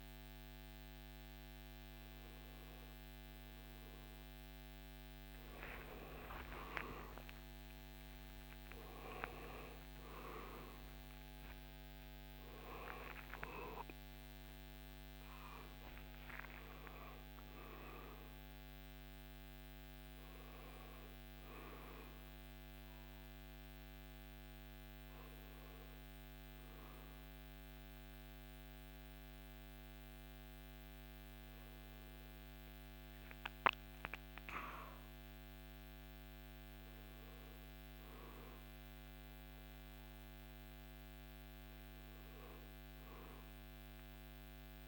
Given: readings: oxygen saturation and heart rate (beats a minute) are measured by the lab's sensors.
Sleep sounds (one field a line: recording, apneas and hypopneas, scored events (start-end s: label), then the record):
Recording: a person awake in a sleep study, by a microphone on the trachea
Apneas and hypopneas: none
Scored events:
16.50-21.50 s: oxygen desaturation (device-marked, oxygen 97% before, 93% lowest, heart rate 87 before, 75 extreme)
16.50-25.50 s: drop in pulse transit time (device-marked, heart rate 87 before, 80 extreme)
30.50-44.88 s: new sleep stage, N1 (lightest sleep)
From the record:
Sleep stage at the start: awake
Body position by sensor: on the back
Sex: male